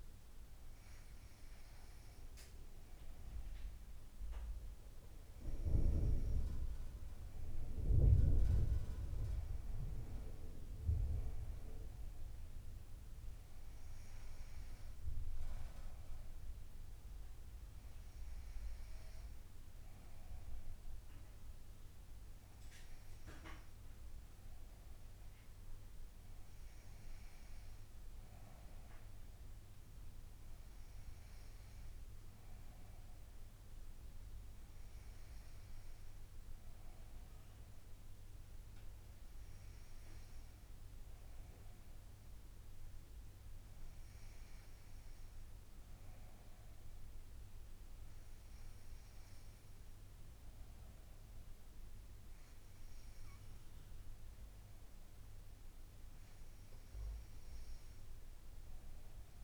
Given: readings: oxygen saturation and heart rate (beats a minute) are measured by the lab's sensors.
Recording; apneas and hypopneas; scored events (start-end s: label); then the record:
breathing in sleep by a room microphone; none
none scored
From the record:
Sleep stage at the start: N2 (light sleep); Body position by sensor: on the front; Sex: female